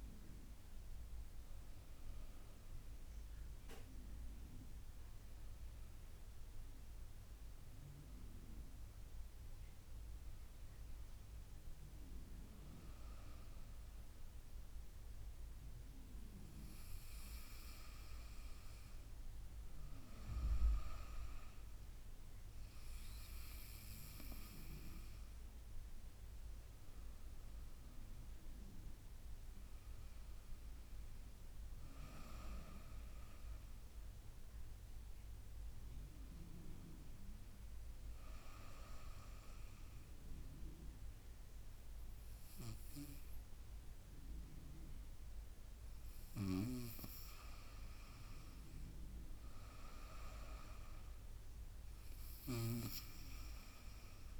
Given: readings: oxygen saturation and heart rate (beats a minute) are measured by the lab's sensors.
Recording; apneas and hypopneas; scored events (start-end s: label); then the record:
breathing in sleep by a room microphone; none
0.00-3.50 s: drop in pulse transit time (device-marked, heart rate 86 extreme)
From the record:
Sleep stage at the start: N2 (light sleep); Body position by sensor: on the right side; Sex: female